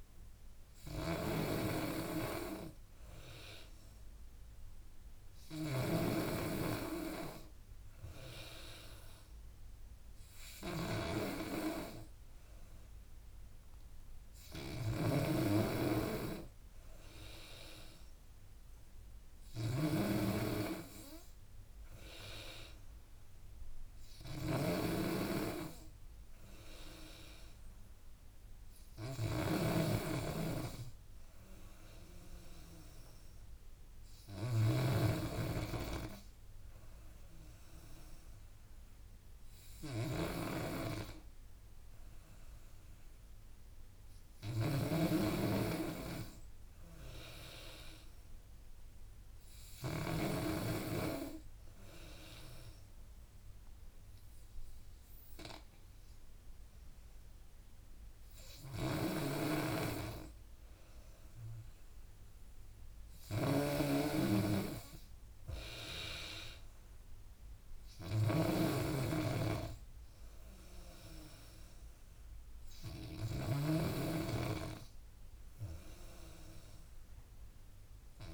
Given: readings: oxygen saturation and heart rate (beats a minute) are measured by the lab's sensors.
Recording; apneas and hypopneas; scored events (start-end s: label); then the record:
breathing in sleep by a room microphone; none
0.00-50.50 s: snoring (device-marked)
10.00-22.00 s: oxygen desaturation (device-marked, oxygen 95% before, 92% lowest, heart rate 80 before, 75 extreme)
58.50-78.34 s: snoring (device-marked)
65.00-77.00 s: drop in pulse transit time (device-marked, heart rate 80 before, 74 extreme)
69.00-78.34 s: oxygen desaturation (device-marked, oxygen 94% before, 89% lowest, heart rate 80 before, 72 extreme)
From the record:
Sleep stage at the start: N2 (light sleep); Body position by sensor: on the back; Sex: female